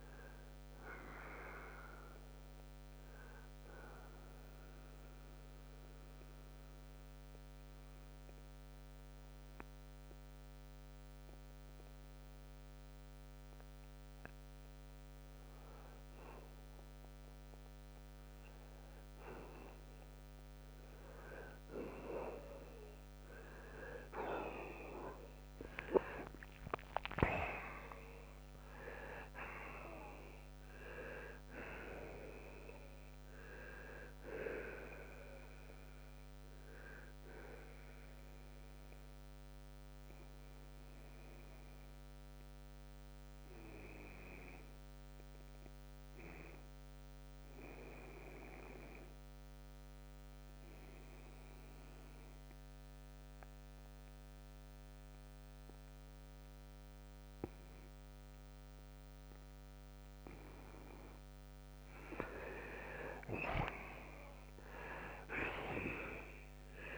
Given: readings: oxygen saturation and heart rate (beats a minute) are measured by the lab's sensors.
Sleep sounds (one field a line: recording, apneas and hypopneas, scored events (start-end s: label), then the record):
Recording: breathing in sleep by a microphone on the trachea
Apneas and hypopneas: 2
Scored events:
0.00-24.50 s: oxygen desaturation (device-marked, oxygen 84% lowest)
1.50-15.50 s: central apnea (oxygen 95% before, 84% lowest)
24.50-30.00 s: arousal
38.00-60.00 s: mixed apnea (oxygen 93% before, 85% lowest)
43.50-66.98 s: oxygen desaturation (device-marked, oxygen 93% before, 85% lowest)
63.50-66.98 s: arousal
From the record:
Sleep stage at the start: N1 (lightest sleep)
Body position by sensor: on the right side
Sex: male